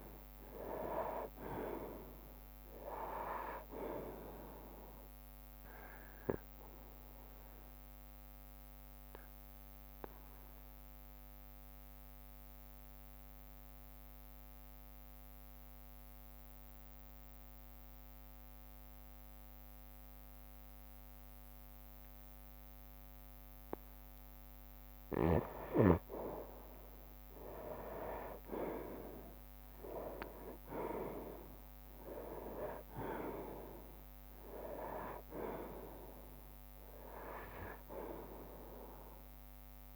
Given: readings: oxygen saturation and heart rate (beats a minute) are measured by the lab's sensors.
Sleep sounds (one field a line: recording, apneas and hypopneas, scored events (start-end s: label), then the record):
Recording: breathing in sleep by a microphone on the trachea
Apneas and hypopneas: 1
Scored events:
0.00-3.00 s: arousal
0.00-11.50 s: drop in pulse transit time (device-marked, heart rate 63 extreme)
7.00-24.00 s: obstructive apnea (oxygen 97% before, 90% lowest, heart rate 62 before, 58 extreme, up 6 after)
11.50-24.50 s: bradycardia (device-marked, heart rate 67 before, 58 extreme)
28.00-32.50 s: arousal
29.50-39.95 s: drop in pulse transit time (device-marked, heart rate 60 before, 61 extreme)
32.50-34.50 s: long interval between heartbeats (device-marked, heart rate 60 before, 61 extreme)
33.50-39.95 s: oxygen desaturation (device-marked, oxygen 97% before, 90% lowest, heart rate 60 before, 57 extreme)
From the record:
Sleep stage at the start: N2 (light sleep)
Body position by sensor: on the right side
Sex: male